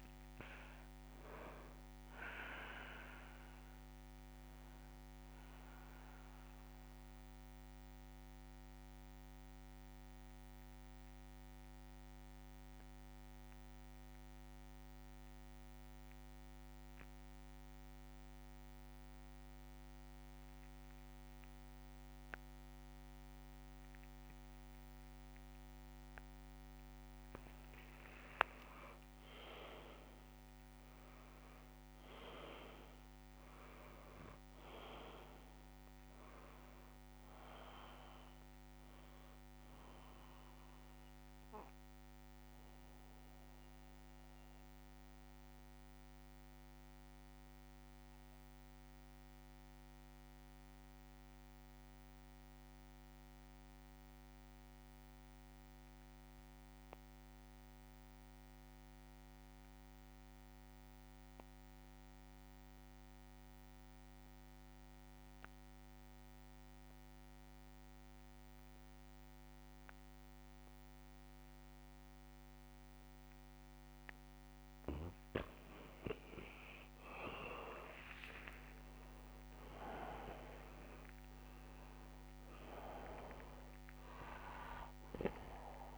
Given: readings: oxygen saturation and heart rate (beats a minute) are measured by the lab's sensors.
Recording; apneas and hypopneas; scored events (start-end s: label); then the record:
breathing in sleep by a microphone on the trachea; 2
0.00-18.00 s: oxygen desaturation (device-marked, oxygen 83% lowest)
8.00-25.50 s: mixed apnea (oxygen 97% before, 83% lowest)
28.50-32.50 s: arousal
31.00-52.00 s: oxygen desaturation (device-marked, oxygen 99% before, 87% lowest)
41.00-73.50 s: mixed apnea (oxygen 99% before, 85% lowest)
66.00-85.98 s: oxygen desaturation (device-marked, oxygen 99% before, 85% lowest)
77.50-81.50 s: arousal
From the record:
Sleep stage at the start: N2 (light sleep); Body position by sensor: on the back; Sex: male